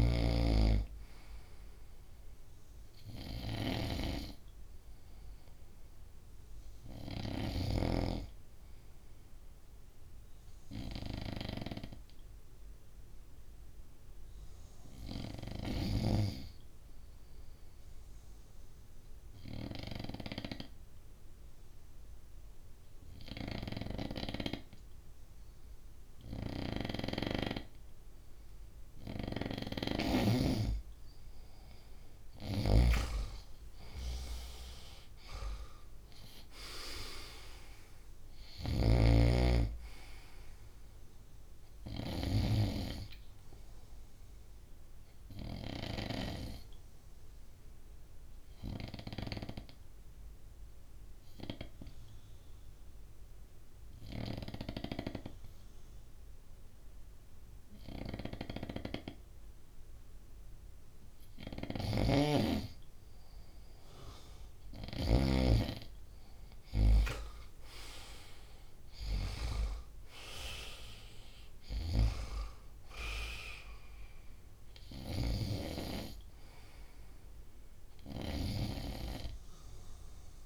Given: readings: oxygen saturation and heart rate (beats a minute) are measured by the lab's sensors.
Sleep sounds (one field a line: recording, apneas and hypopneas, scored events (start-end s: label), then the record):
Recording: breathing in sleep by a room microphone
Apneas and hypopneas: 2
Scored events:
15.50-29.00 s: obstructive apnea (oxygen 97% before, 94% lowest, heart rate 68 before, 61 extreme, up 5 after)
23.00-26.50 s: snoring (device-marked)
28.50-42.00 s: snoring (device-marked)
32.50-36.50 s: arousal
43.50-61.00 s: obstructive apnea (oxygen 98% before, 94% lowest, heart rate 65 before, 62 extreme, up 3 after)
61.00-65.00 s: snoring (device-marked)
68.00-72.50 s: arousal
From the record:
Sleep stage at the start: N2 (light sleep)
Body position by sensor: on the front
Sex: male